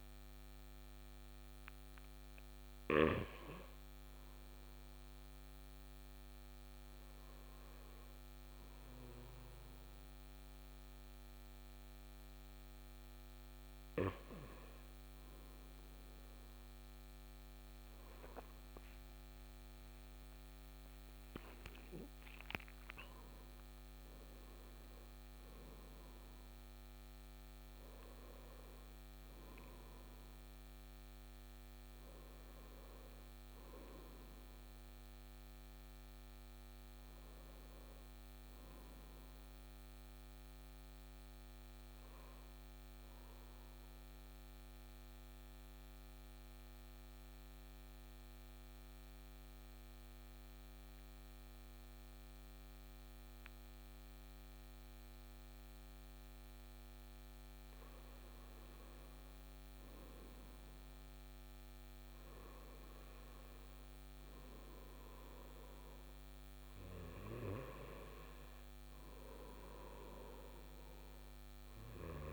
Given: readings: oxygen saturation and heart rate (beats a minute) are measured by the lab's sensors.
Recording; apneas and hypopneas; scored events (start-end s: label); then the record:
breathing in sleep by a microphone on the trachea; 1
18.00-21.00 s: arousal
44.00-57.50 s: central apnea (oxygen 97% before, 94% lowest, heart rate 57 before, 50 extreme, up 6 after)
60.00-63.00 s: arousal
70.00-72.33 s: new sleep stage, N2 (light sleep)
From the record:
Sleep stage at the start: REM sleep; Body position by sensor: on the right side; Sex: male